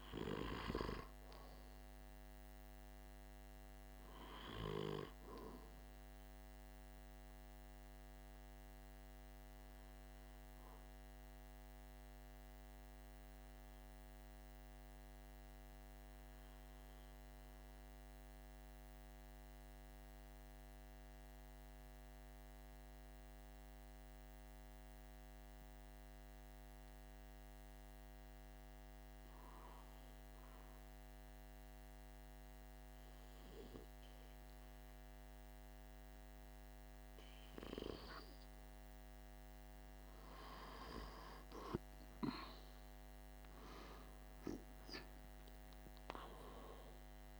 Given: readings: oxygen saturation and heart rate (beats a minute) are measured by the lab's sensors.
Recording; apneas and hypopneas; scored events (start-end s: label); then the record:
breathing in sleep by a microphone on the trachea; 1
6.50-35.50 s: hypopnea (oxygen 96% before, 93% lowest, heart rate 46 before, 44 extreme, up 2 after)
39.00-45.00 s: arousal
From the record:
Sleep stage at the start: N2 (light sleep); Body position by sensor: on the back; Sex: male